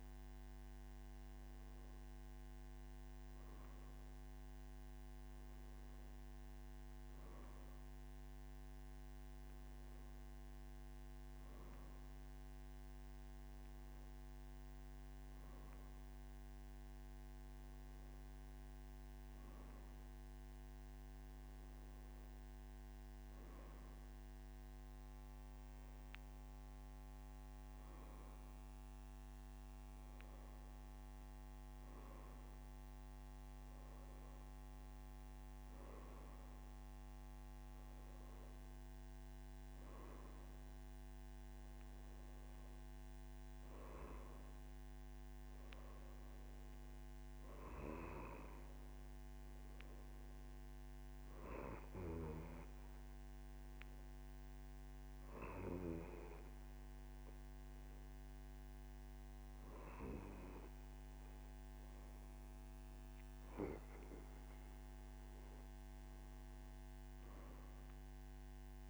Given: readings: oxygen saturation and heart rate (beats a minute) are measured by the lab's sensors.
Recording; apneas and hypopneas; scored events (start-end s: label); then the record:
breathing in sleep by a microphone on the trachea; none
none scored
From the record:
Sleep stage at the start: N3 (deep sleep); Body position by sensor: on the right side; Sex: male